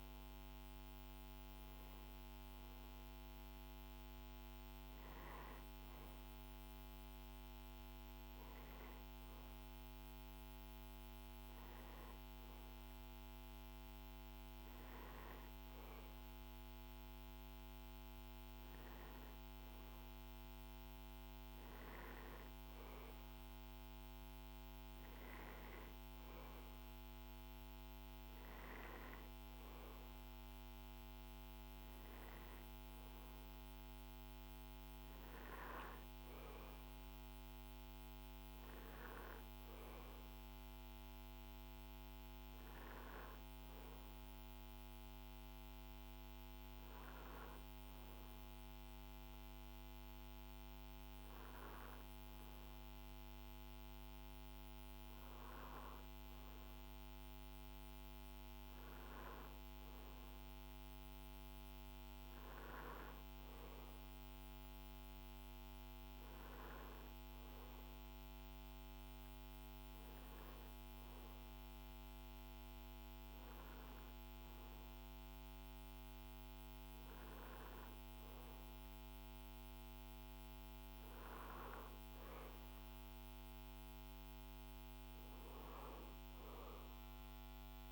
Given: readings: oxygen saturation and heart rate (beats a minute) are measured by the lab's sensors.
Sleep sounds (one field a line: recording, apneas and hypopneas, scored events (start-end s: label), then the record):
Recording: breathing in sleep, hard to hear, by a microphone on the trachea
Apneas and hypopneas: none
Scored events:
none scored
From the record:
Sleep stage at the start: N1 (lightest sleep)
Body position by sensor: on the back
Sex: male